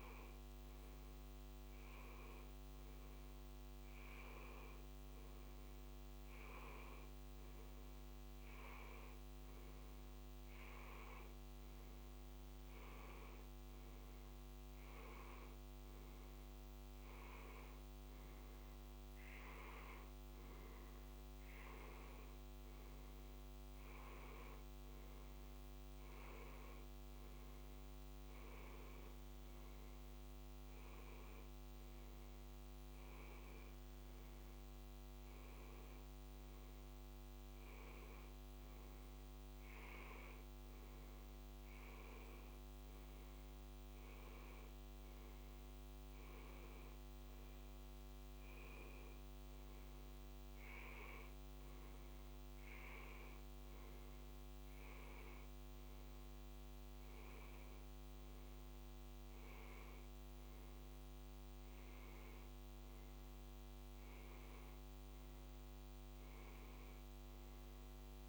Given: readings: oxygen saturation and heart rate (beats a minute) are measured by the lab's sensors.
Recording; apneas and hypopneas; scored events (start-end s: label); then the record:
a person awake in a sleep study, hard to hear, by a microphone on the trachea; none
none scored
From the record:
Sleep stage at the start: awake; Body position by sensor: on the back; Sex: male